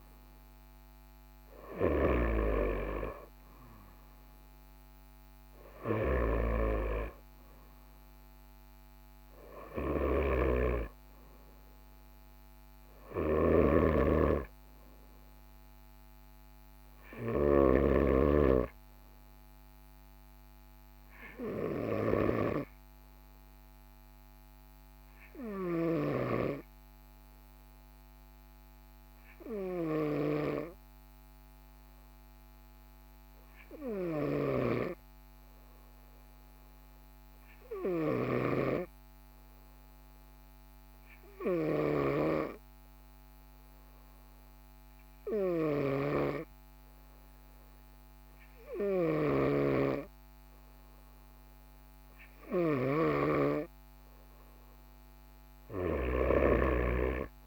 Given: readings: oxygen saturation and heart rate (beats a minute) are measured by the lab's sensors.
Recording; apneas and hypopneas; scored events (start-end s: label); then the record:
breathing in sleep by a microphone on the trachea; 1
13.00-17.50 s: snoring (device-marked)
24.00-52.50 s: obstructive apnea (oxygen 98% before, 95% lowest, heart rate 44 before, 42 extreme, up 2 after)
45.50-53.00 s: snoring (device-marked)
55.00-57.47 s: arousal
From the record:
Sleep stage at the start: N2 (light sleep); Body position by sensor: on the right side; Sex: male